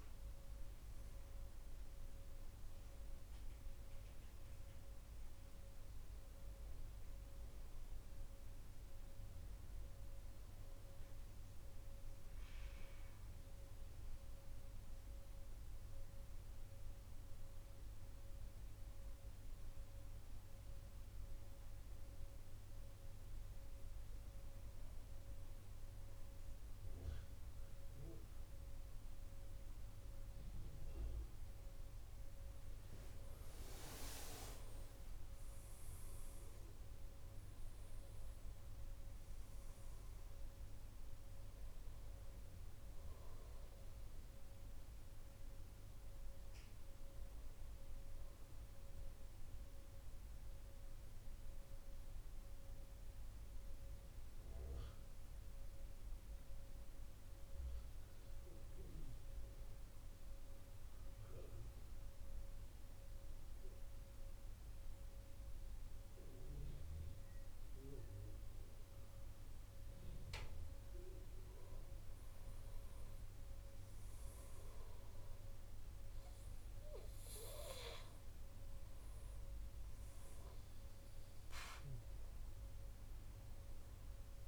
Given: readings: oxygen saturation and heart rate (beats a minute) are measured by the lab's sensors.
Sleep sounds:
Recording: breathing in sleep, hard to hear, by a room microphone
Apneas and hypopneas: 2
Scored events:
0.00-2.00 s: arousal
12.00-25.00 s: central apnea (oxygen 97% before, 93% lowest, heart rate 121 before, 59 extreme, up 5 after)
29.00-34.50 s: arousal
51.00-71.00 s: central apnea (oxygen 96% before, 93% lowest, heart rate 103 before, 58 extreme, up 28 after)
74.00-77.00 s: arousal
77.00-84.47 s: oxygen desaturation (device-marked, oxygen 97% before, 93% lowest, heart rate 91 before, 54 extreme)
From the record:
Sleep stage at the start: N2 (light sleep)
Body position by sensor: on the back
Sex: male

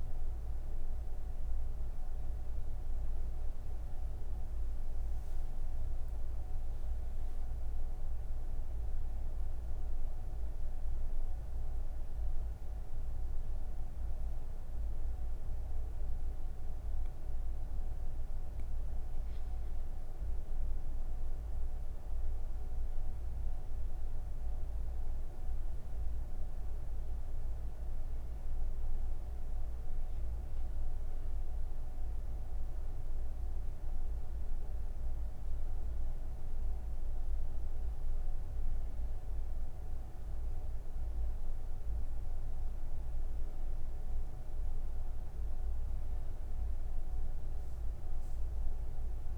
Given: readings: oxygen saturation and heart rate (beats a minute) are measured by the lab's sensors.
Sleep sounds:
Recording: breathing in sleep, hard to hear, by a room microphone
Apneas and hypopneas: none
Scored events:
0.00-3.00 s: oxygen desaturation (device-marked, oxygen 88% lowest, heart rate 155 extreme)
40.00-49.38 s: oxygen desaturation (device-marked, oxygen 97% before, 93% lowest, heart rate 184 before, 142 extreme)
From the record:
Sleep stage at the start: N1 (lightest sleep)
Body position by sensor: on the right side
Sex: female

